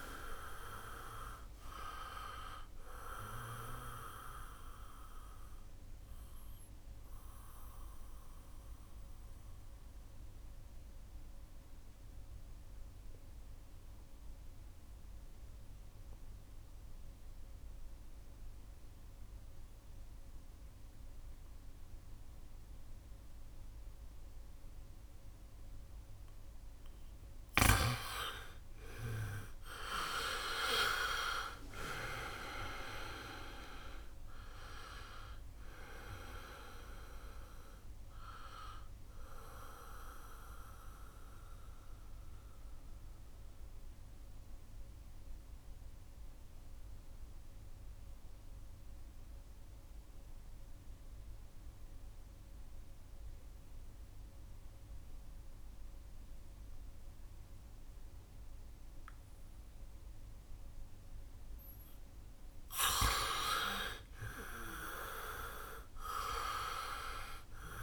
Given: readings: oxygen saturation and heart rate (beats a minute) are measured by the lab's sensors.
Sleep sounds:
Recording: breathing in sleep by a room microphone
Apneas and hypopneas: 2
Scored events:
4.00-21.00 s: oxygen desaturation (device-marked, oxygen 97% before, 90% lowest, heart rate 72 before, 65 extreme)
4.50-26.50 s: central apnea (oxygen 97% before, 85% lowest, heart rate 72 before, 65 extreme, up 7 after)
28.50-32.50 s: arousal
33.00-62.00 s: oxygen desaturation (device-marked, oxygen 97% before, 88% lowest, heart rate 70 before, 63 extreme)
39.00-60.50 s: mixed apnea (oxygen 97% before, 84% lowest, heart rate 73 before, 63 extreme, up 4 after)
62.00-66.00 s: arousal
From the record:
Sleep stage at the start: N2 (light sleep)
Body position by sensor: on the back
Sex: male

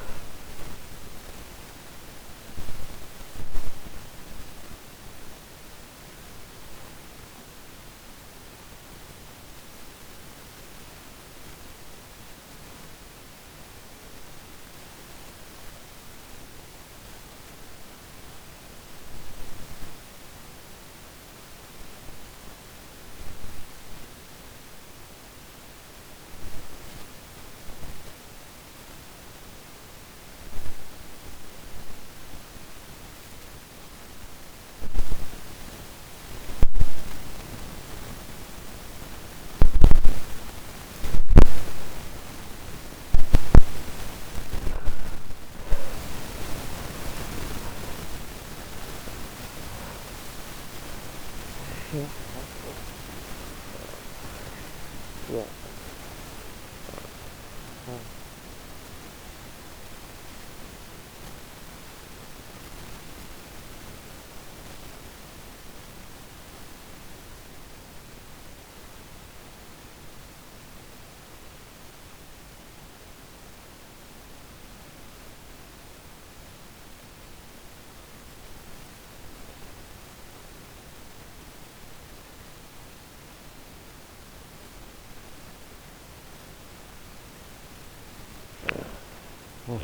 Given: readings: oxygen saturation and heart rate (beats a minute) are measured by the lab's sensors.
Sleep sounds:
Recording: breathing in sleep by a microphone on the trachea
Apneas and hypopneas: 2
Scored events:
0.00-18.50 s: oxygen desaturation (device-marked, oxygen 74% lowest, heart rate 44 extreme)
0.50-42.50 s: obstructive apnea (oxygen 97% before, 74% lowest, heart rate 75 before, 38 extreme, up 51 after)
35.50-72.50 s: oxygen desaturation (device-marked, oxygen 97% before, 75% lowest, heart rate 54 before, 38 extreme)
44.00-48.50 s: arousal
55.50-85.00 s: obstructive apnea (oxygen 97% before, 75% lowest, heart rate 69 before, 38 extreme, up 45 after)
83.50-89.84 s: oxygen desaturation (device-marked, oxygen 99% before, 92% lowest, heart rate 48 before, 48 extreme)
87.00-89.84 s: arousal
From the record:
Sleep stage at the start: N2 (light sleep)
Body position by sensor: on the back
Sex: female

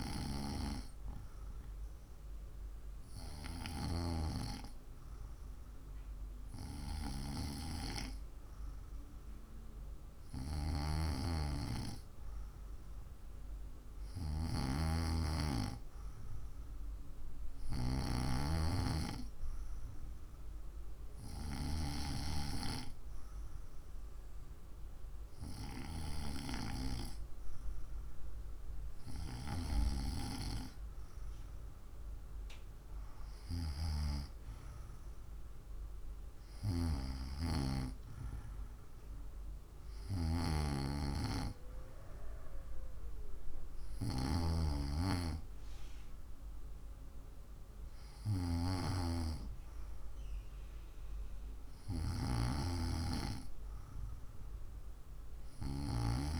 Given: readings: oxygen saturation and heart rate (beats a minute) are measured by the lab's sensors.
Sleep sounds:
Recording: breathing in sleep by a room microphone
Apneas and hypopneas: none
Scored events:
none scored
From the record:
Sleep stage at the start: N2 (light sleep)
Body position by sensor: on the right side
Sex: female

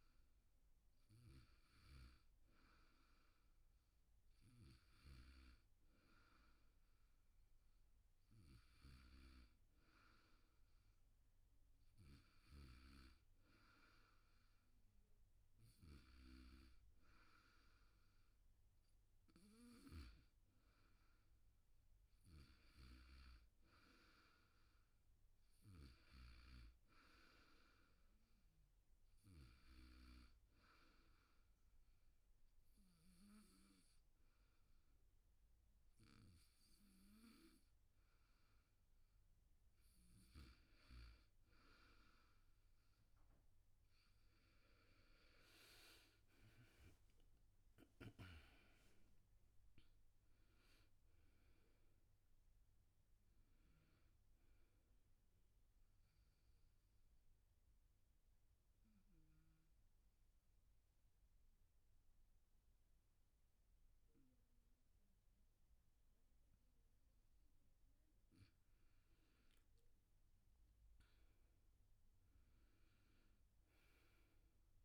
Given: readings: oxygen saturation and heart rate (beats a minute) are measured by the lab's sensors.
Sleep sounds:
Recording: breathing in sleep by a room microphone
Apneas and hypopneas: 2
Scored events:
30.50-40.50 s: obstructive apnea (oxygen 95% before, 89% lowest, heart rate 81 before, 77 extreme, up 1 after)
46.00-49.50 s: arousal
48.00-66.00 s: oxygen desaturation (device-marked, oxygen 95% before, 89% lowest, heart rate 82 before, 76 extreme)
55.50-68.00 s: obstructive apnea (oxygen 95% before, 89% lowest, heart rate 82 before, 76 extreme, up 5 after)
70.00-73.00 s: arousal
71.00-74.84 s: oxygen desaturation (device-marked, oxygen 100% before, 91% lowest, heart rate 79 before, 69 extreme)
From the record:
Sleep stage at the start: N2 (light sleep)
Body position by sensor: on the back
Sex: male

